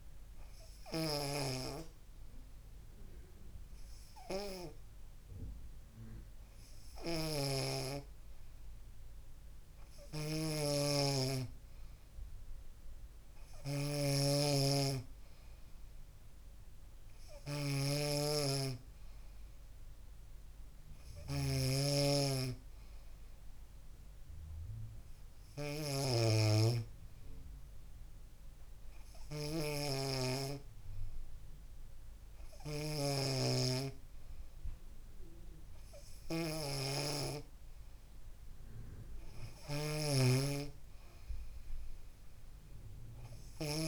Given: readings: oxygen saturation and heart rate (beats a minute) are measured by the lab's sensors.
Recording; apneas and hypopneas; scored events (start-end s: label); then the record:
a person awake in a sleep study, by a room microphone; none
10.50-22.00 s: snoring (device-marked)
23.00-25.00 s: long interval between heartbeats (device-marked, heart rate 69 before, 78 extreme)
31.00-33.00 s: long interval between heartbeats (device-marked, heart rate 71 before, 76 extreme)
From the record:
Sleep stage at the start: awake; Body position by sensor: on the back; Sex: female